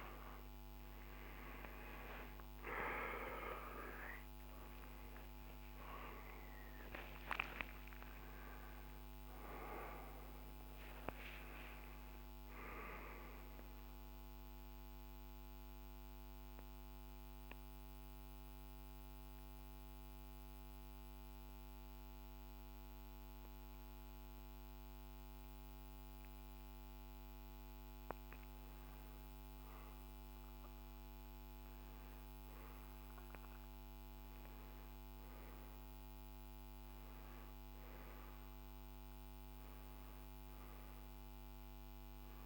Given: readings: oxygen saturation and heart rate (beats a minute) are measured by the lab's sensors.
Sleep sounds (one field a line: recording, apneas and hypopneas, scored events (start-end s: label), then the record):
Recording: breathing in sleep by a microphone on the trachea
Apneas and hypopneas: 1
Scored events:
2.00-7.00 s: arousal
2.50-18.50 s: oxygen desaturation (device-marked, oxygen 97% before, 93% lowest, heart rate 65 before, 59 extreme)
16.50-28.00 s: central apnea (oxygen 98% before, 92% lowest, heart rate 74 before, 59 extreme, up 2 after)
34.50-42.46 s: oxygen desaturation (device-marked, oxygen 98% before, 92% lowest, heart rate 63 before, 57 extreme)
From the record:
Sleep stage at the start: N1 (lightest sleep)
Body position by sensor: on the back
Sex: male